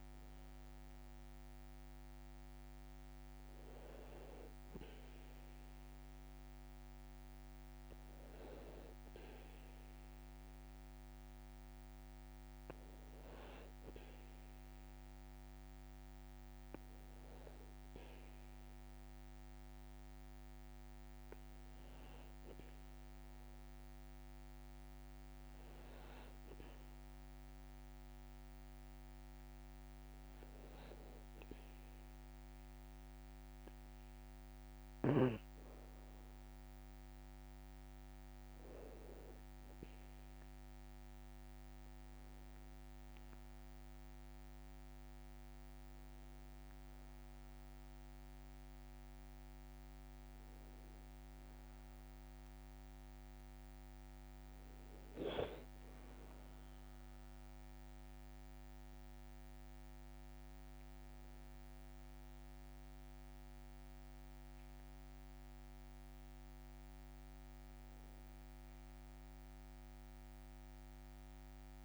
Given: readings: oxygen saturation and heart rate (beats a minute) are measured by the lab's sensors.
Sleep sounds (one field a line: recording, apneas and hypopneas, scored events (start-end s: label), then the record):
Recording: breathing in sleep, hard to hear, by a microphone on the trachea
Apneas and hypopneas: 1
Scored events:
0.00-2.00 s: arousal
26.50-38.50 s: hypopnea (oxygen 98% before, 95% lowest, heart rate 56 before, 54 extreme, up 3 after)
42.00-46.50 s: arousal
From the record:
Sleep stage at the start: N2 (light sleep)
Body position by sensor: on the back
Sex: male